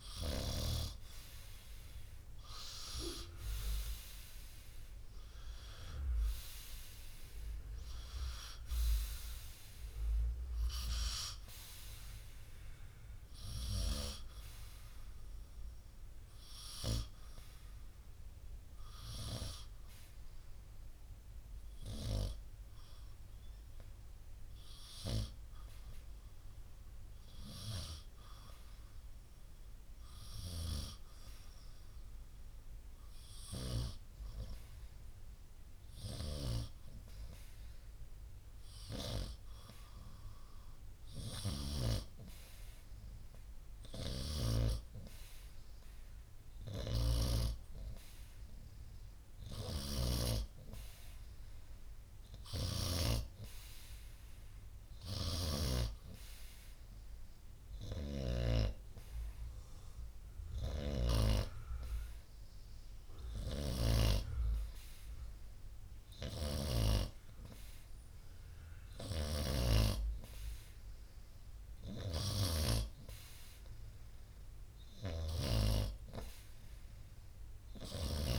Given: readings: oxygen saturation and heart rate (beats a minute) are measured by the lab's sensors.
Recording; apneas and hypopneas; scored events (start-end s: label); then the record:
breathing in sleep by a room microphone; 1
0.00-16.50 s: oxygen desaturation (device-marked, oxygen 91% lowest, heart rate 58 extreme)
16.50-38.50 s: hypopnea (oxygen 96% before, 91% lowest, heart rate 65 before, 58 extreme, up 6 after)
41.00-45.00 s: arousal
From the record:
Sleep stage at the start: N2 (light sleep); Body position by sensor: on the right side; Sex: male